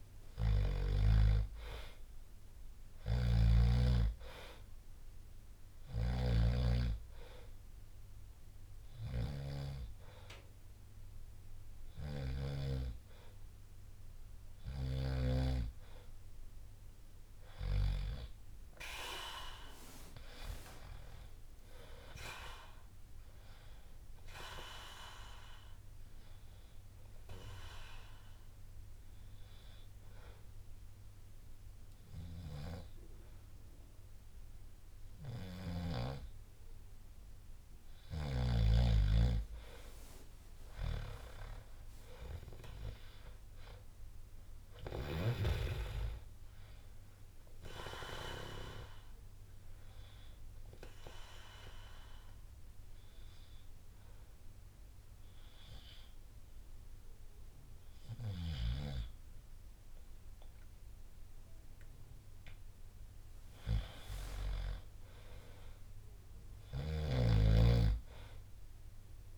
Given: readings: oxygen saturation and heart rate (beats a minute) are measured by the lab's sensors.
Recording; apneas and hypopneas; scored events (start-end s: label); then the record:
breathing in sleep by a room microphone; 3
0.00-1.50 s: arousal
2.00-19.00 s: oxygen desaturation (device-marked, oxygen 96% before, 93% lowest, heart rate 65 before, 61 extreme)
2.50-6.00 s: snoring (device-marked)
6.00-16.00 s: hypopnea (oxygen 97% before, 93% lowest, heart rate 65 before, 61 extreme, up 11 after)
15.00-30.00 s: drop in pulse transit time (device-marked, heart rate 65 before, 63 extreme)
20.00-24.00 s: arousal
27.50-37.50 s: obstructive apnea (oxygen 96% before, 93% lowest, heart rate 65 before, 61 extreme, up 8 after)
41.00-45.50 s: arousal
49.50-60.50 s: hypopnea (oxygen 96% before, 93% lowest, heart rate 65 before, 61 extreme, up 11 after)
60.00-69.38 s: drop in pulse transit time (device-marked, heart rate 66 before, 63 extreme)
64.00-67.50 s: arousal
66.50-69.38 s: snoring (device-marked)
From the record:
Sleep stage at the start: N2 (light sleep); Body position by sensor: on the back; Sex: male